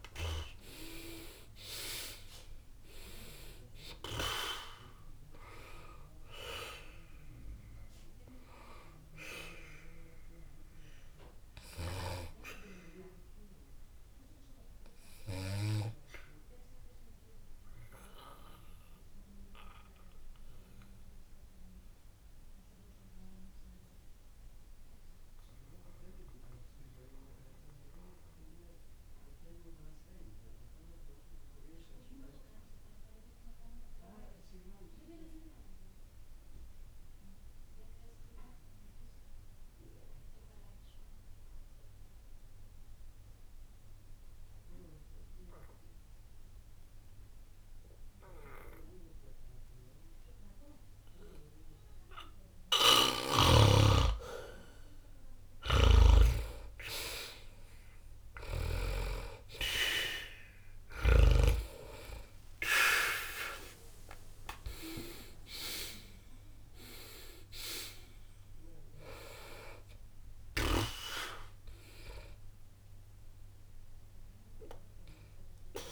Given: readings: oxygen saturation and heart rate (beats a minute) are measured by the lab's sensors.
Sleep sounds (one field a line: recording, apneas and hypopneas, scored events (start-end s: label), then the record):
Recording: breathing in sleep by a room microphone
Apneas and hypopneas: 1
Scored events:
0.00-32.00 s: oxygen desaturation (device-marked, oxygen 75% lowest, heart rate 60 extreme)
14.00-54.50 s: obstructive apnea (oxygen 95% before, 75% lowest, heart rate 60 before, 60 extreme, up 0 after)
49.00-75.92 s: oxygen desaturation (device-marked, oxygen 98% before, 76% lowest, heart rate 60 before, 59 extreme)
53.50-59.00 s: snoring (device-marked)
59.00-63.00 s: arousal
From the record:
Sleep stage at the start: N2 (light sleep)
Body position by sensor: on the back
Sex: male